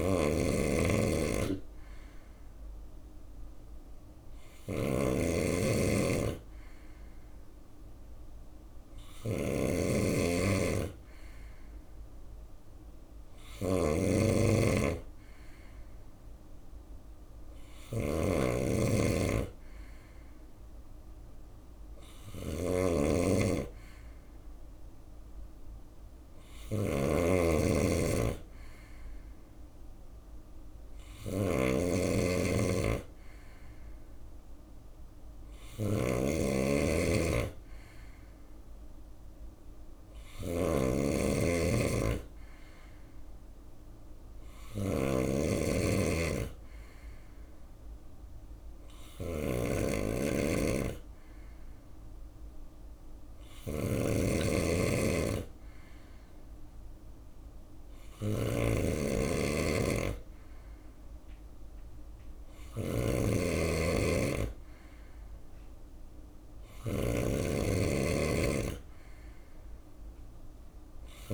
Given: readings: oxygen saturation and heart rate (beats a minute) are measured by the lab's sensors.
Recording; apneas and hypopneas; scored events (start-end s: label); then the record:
breathing in sleep by a room microphone; none
0.00-4.00 s: drop in pulse transit time (device-marked, heart rate 69 extreme)
0.00-71.34 s: snoring (device-marked)
From the record:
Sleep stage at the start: N3 (deep sleep); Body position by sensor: on the right side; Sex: male